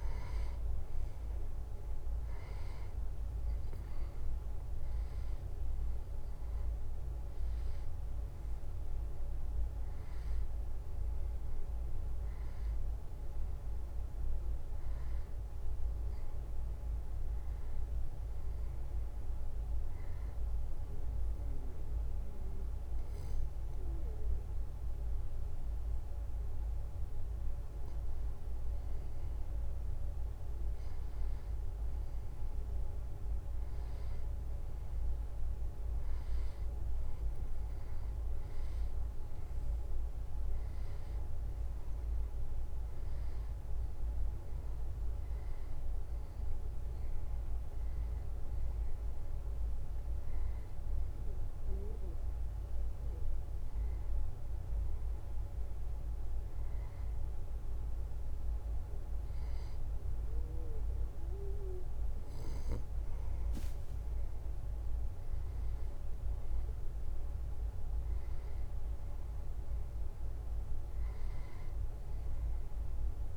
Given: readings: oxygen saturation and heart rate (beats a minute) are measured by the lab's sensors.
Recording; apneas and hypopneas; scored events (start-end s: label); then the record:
breathing in sleep, hard to hear, by a room microphone; 2
18.00-28.50 s: hypopnea (oxygen 94% before, 92% lowest, heart rate 76 before, 74 extreme, up 2 after)
32.50-37.50 s: arousal
51.50-63.00 s: hypopnea (oxygen 94% before, 92% lowest, heart rate 76 before, 73 extreme, up 1 after)
65.00-68.00 s: arousal
From the record:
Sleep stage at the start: N2 (light sleep); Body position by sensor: on the right side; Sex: male